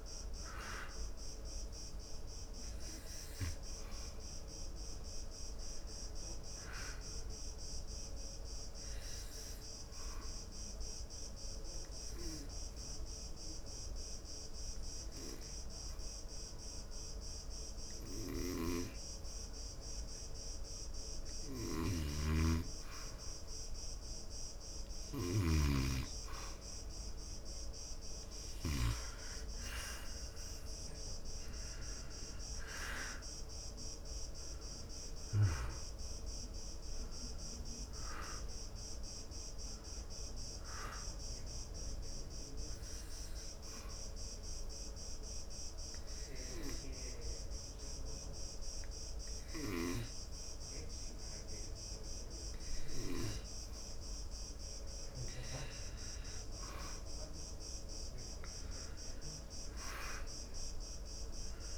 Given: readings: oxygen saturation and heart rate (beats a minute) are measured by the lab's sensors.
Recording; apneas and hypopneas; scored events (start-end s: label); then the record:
breathing in sleep by a room microphone; 2
0.00-21.00 s: oxygen desaturation (device-marked, oxygen 83% lowest, heart rate 69 extreme)
10.50-25.50 s: hypopnea (oxygen 96% before, 83% lowest, heart rate 78 before, 69 extreme, up 0 after)
28.00-32.00 s: arousal
34.00-57.00 s: oxygen desaturation (device-marked, oxygen 97% before, 88% lowest, heart rate 71 before, 73 extreme)
41.50-54.50 s: hypopnea (oxygen 97% before, 88% lowest, heart rate 73 before, 73 extreme, up 3 after)
From the record:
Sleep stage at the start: N2 (light sleep); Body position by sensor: on the back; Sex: male